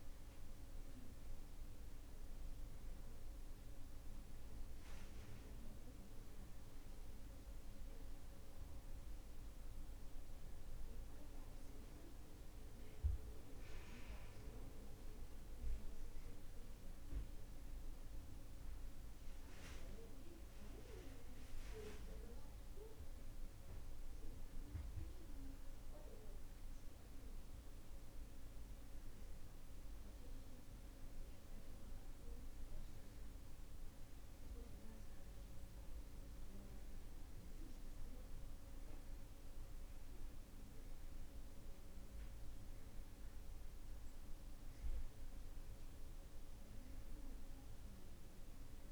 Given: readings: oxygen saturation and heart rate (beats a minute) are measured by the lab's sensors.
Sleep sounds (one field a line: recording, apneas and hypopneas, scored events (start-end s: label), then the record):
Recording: breathing in sleep, hard to hear, by a room microphone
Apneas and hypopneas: none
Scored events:
none scored
From the record:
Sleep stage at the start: N2 (light sleep)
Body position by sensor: on the right side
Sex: male